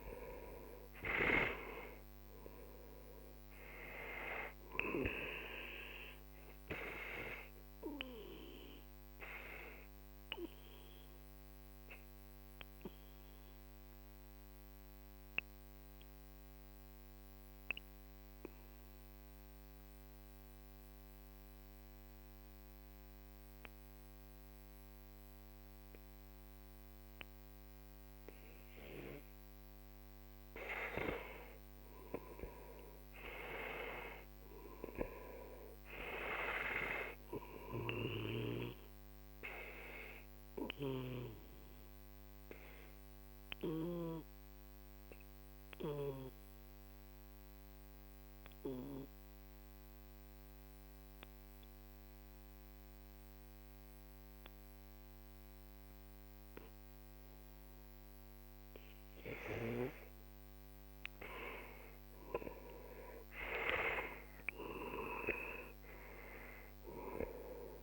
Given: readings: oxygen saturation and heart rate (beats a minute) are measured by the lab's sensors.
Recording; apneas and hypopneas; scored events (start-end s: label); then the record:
breathing in sleep by a microphone on the trachea; 2
0.00-1.50 s: arousal
0.00-22.50 s: oxygen desaturation (device-marked, oxygen 91% lowest, heart rate 41 extreme)
9.50-30.50 s: obstructive apnea (oxygen 98% before, 91% lowest, heart rate 54 before, 42 extreme, up 11 after)
31.50-35.00 s: arousal
35.50-53.50 s: oxygen desaturation (device-marked, oxygen 97% before, 92% lowest, heart rate 48 before, 43 extreme)
42.00-60.00 s: obstructive apnea (oxygen 98% before, 91% lowest, heart rate 52 before, 41 extreme, up 16 after)
61.00-65.50 s: arousal
61.50-67.83 s: oxygen desaturation (device-marked, oxygen 97% before, 91% lowest, heart rate 47 before, 41 extreme)
From the record:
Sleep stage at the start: N2 (light sleep); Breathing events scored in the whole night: 309 in 4.6 hours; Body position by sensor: on the back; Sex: male